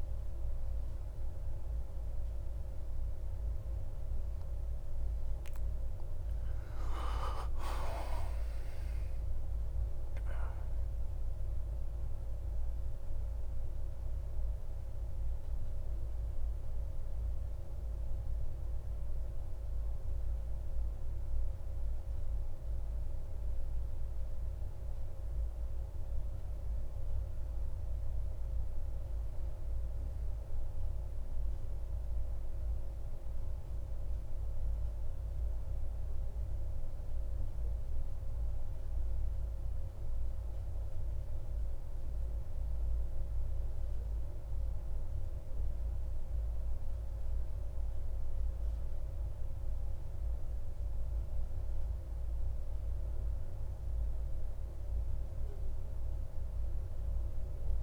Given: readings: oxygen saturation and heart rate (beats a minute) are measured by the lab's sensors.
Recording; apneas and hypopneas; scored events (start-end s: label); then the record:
breathing in sleep, hard to hear, by a room microphone; none
7.50-11.00 s: arousal
From the record:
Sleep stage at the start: N2 (light sleep); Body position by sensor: on the back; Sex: male